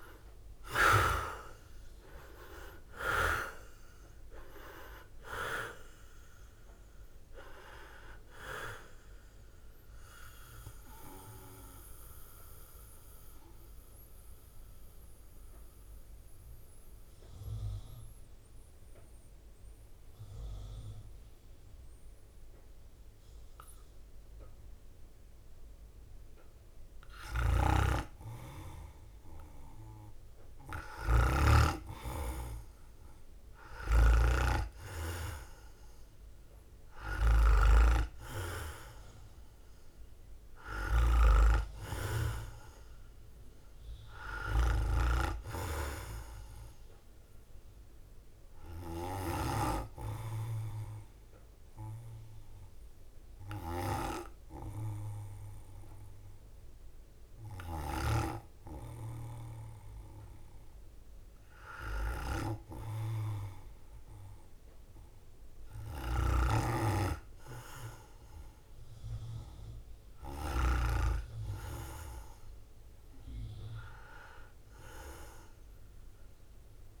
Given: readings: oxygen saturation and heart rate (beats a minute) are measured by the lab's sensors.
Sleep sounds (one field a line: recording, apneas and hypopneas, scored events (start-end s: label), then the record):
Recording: breathing in sleep by a room microphone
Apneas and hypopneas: 2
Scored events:
0.00-2.50 s: arousal
0.00-13.50 s: drop in pulse transit time (device-marked, heart rate 63 extreme)
0.00-32.50 s: oxygen desaturation (device-marked, oxygen 66% lowest, heart rate 54 extreme)
10.00-27.00 s: central apnea (oxygen 82% before, 66% lowest, heart rate 70 before, 56 extreme, up 9 after)
33.00-37.00 s: arousal
34.50-51.50 s: drop in pulse transit time (device-marked, heart rate 60 before, 58 extreme)
50.00-63.50 s: obstructive apnea (oxygen 100% before, 94% lowest, heart rate 63 before, 57 extreme, up 3 after)
66.00-70.50 s: arousal
68.50-77.00 s: drop in pulse transit time (device-marked, heart rate 58 before, 53 extreme)
From the record:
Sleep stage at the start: REM sleep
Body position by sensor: on the right side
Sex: male